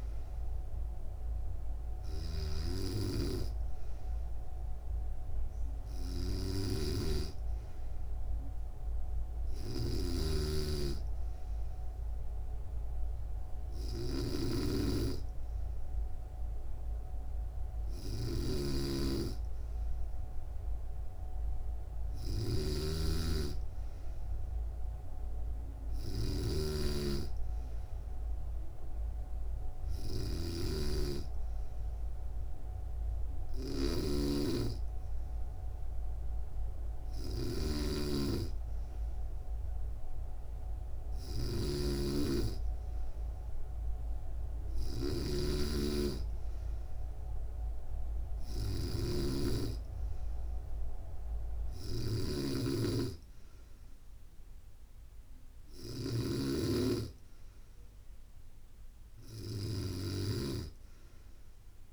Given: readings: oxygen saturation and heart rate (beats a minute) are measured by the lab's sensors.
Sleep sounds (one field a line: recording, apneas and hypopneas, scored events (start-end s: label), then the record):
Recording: breathing in sleep by a room microphone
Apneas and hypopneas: none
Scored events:
0.00-61.93 s: snoring (device-marked)
From the record:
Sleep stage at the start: N2 (light sleep)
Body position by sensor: on the back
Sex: female